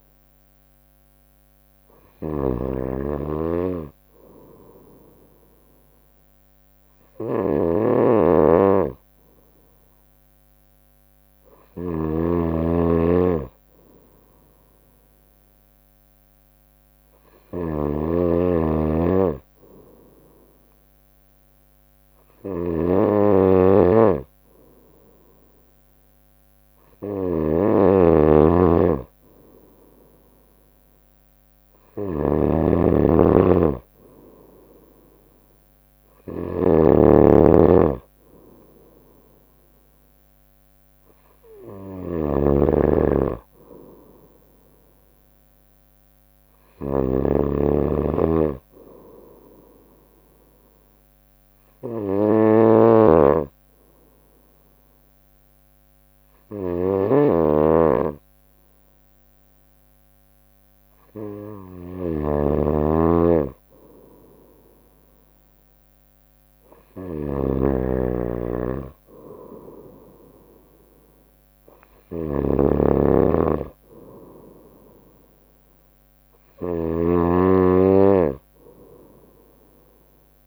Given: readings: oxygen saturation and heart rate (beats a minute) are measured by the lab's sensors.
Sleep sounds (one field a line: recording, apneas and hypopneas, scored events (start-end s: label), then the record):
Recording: breathing in sleep by a microphone on the trachea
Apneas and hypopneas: 1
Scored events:
0.00-77.00 s: snoring (device-marked)
29.00-80.47 s: new sleep stage, N2 (light sleep)
37.50-39.50 s: long interval between heartbeats (device-marked, heart rate 62 before, 64 extreme)
40.00-42.00 s: bradycardia (device-marked, heart rate 61 before, 61 extreme)
48.00-62.00 s: obstructive apnea (oxygen 95% before, 94% lowest, heart rate 61 before, 59 extreme, up 2 after)
65.50-69.00 s: arousal
From the record:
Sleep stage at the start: N3 (deep sleep)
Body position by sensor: on the right side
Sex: female